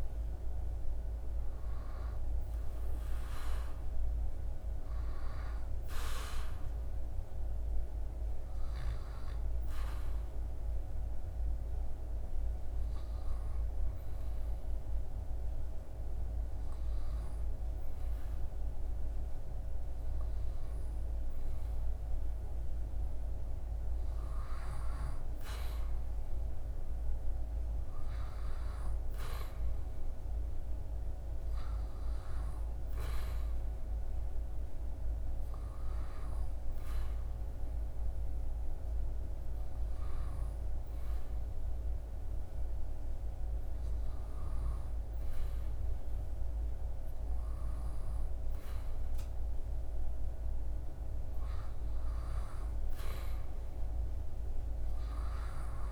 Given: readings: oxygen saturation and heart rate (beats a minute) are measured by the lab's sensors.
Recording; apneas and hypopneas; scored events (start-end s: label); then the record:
breathing in sleep, hard to hear, by a room microphone; 2
9.00-23.50 s: obstructive apnea (oxygen 97% before, 95% lowest, heart rate 81 before, 76 extreme, up 2 after)
25.50-29.50 s: arousal
35.50-49.50 s: hypopnea (oxygen 98% before, 94% lowest, heart rate 79 before, 76 extreme, up 4 after)
From the record:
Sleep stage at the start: REM sleep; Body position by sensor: on the back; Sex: male